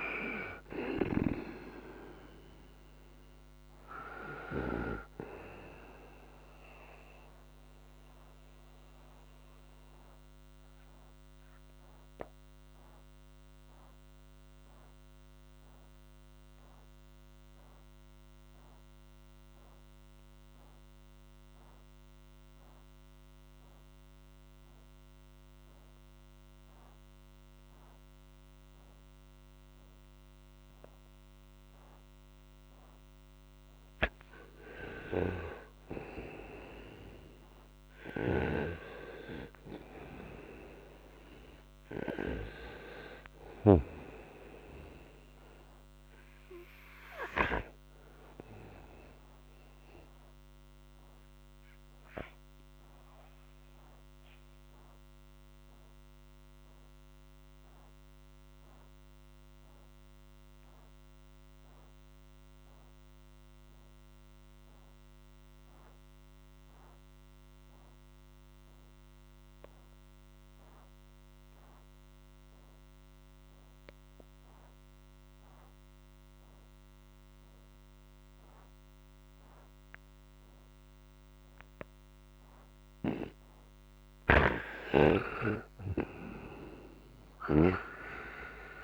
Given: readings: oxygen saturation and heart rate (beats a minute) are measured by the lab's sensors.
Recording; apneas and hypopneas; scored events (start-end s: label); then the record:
breathing in sleep by a microphone on the trachea; 2
0.00-20.50 s: oxygen desaturation (device-marked, oxygen 87% lowest, heart rate 58 extreme)
6.50-34.00 s: mixed apnea (oxygen 98% before, 87% lowest, heart rate 89 before, 58 extreme, up 16 after)
35.50-39.00 s: arousal
37.50-65.50 s: oxygen desaturation (device-marked, oxygen 98% before, 91% lowest, heart rate 62 before, 60 extreme)
48.50-82.00 s: obstructive apnea (oxygen 98% before, 86% lowest, heart rate 67 before, 60 extreme, up 34 after)
78.50-88.84 s: oxygen desaturation (device-marked, oxygen 98% before, 86% lowest, heart rate 61 before, 58 extreme)
84.00-88.84 s: snoring (device-marked)
85.00-88.84 s: arousal
From the record:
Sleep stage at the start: N2 (light sleep); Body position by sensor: on the right side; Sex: male